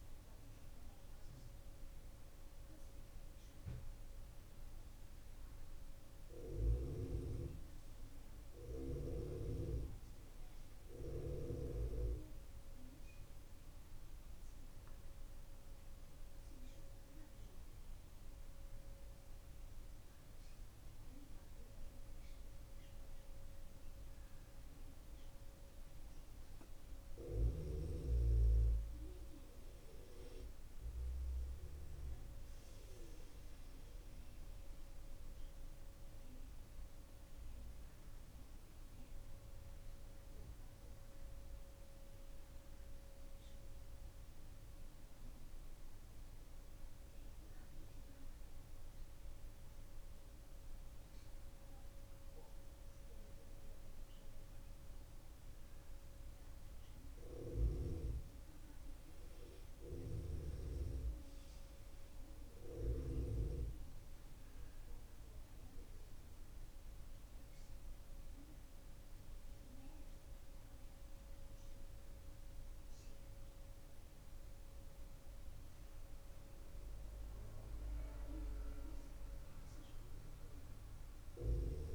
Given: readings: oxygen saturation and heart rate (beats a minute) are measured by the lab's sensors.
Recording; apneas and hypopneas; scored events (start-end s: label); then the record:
breathing in sleep by a room microphone; none
none scored
From the record:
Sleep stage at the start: N2 (light sleep); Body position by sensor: on the left side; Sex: male